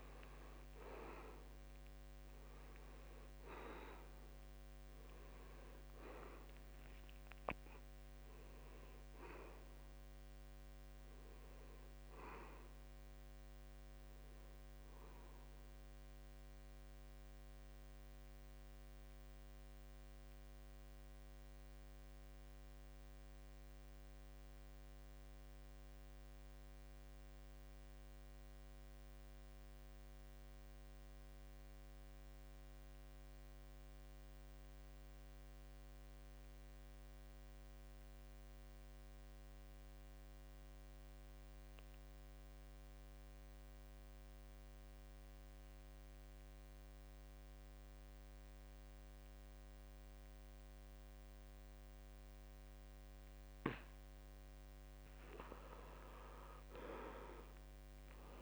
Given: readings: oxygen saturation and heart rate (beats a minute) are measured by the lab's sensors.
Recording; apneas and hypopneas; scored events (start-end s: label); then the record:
breathing in sleep by a microphone on the trachea; 1
0.00-1.50 s: arousal
0.00-24.00 s: oxygen desaturation (device-marked, oxygen 82% lowest, heart rate 66 extreme)
2.50-4.50 s: long interval between heartbeats (device-marked, heart rate 73 before, 73 extreme)
16.00-54.00 s: mixed apnea (oxygen 93% before, 81% lowest, heart rate 75 before, 66 extreme, up 8 after)
42.00-58.42 s: oxygen desaturation (device-marked, oxygen 97% before, 81% lowest, heart rate 70 before, 68 extreme)
56.00-58.42 s: arousal
From the record:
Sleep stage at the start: N2 (light sleep); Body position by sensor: on the back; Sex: male